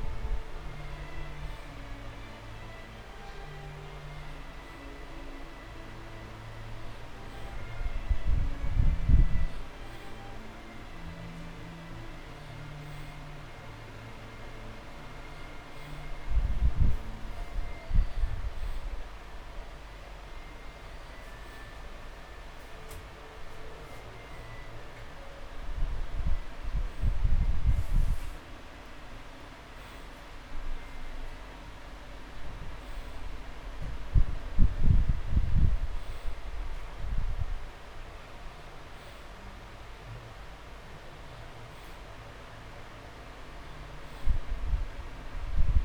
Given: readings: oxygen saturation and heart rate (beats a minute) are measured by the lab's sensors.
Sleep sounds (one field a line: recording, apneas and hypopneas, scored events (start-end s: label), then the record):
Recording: breathing in sleep, hard to hear, by a room microphone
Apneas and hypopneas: none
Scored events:
none scored
From the record:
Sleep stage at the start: N2 (light sleep)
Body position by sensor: on the back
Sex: male